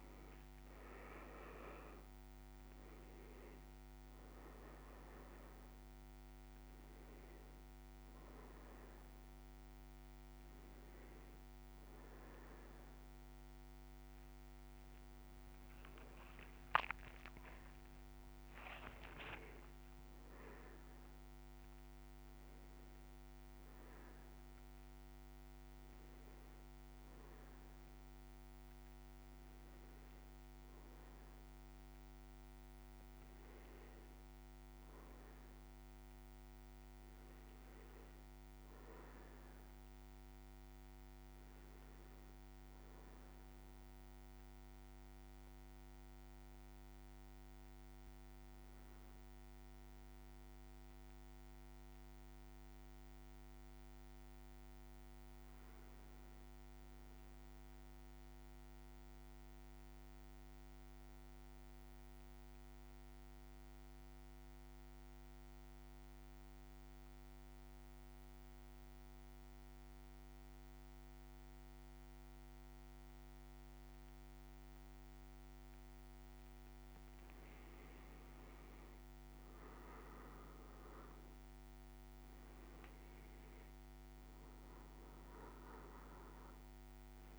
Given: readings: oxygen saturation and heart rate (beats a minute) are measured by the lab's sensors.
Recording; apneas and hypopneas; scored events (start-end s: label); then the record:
breathing in sleep, hard to hear, by a microphone on the trachea; 1
0.00-23.50 s: oxygen desaturation (device-marked, oxygen 91% lowest, heart rate 56 extreme)
11.50-41.50 s: new sleep stage, N1 (lightest sleep)
18.00-23.00 s: arousal
18.50-20.00 s: leg movement (device-marked)
41.50-87.39 s: new sleep stage, N2 (light sleep)
57.00-76.00 s: central apnea (oxygen 100% before, 93% lowest, heart rate 56 before, 55 extreme, up 5 after)
74.50-87.39 s: oxygen desaturation (device-marked, oxygen 99% before, 93% lowest, heart rate 55 before, 56 extreme)
78.00-82.00 s: arousal
From the record:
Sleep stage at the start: REM sleep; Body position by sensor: on the back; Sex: male